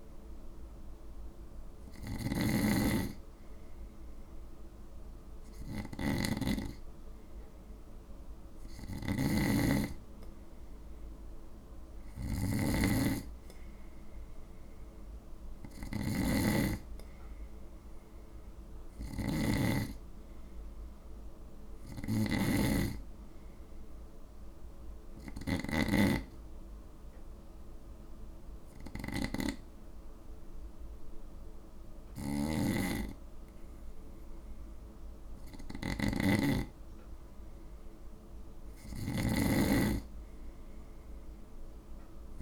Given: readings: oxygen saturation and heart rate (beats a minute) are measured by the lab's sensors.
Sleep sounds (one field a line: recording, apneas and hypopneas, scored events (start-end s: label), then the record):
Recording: breathing in sleep by a room microphone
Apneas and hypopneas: 1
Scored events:
0.00-42.42 s: snoring (device-marked)
17.00-21.50 s: arousal
24.00-36.00 s: obstructive apnea (oxygen 97% before, 89% lowest, heart rate 56 before, 54 extreme, up 1 after)
38.00-41.50 s: arousal
From the record:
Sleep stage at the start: N2 (light sleep)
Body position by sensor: on the right side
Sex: male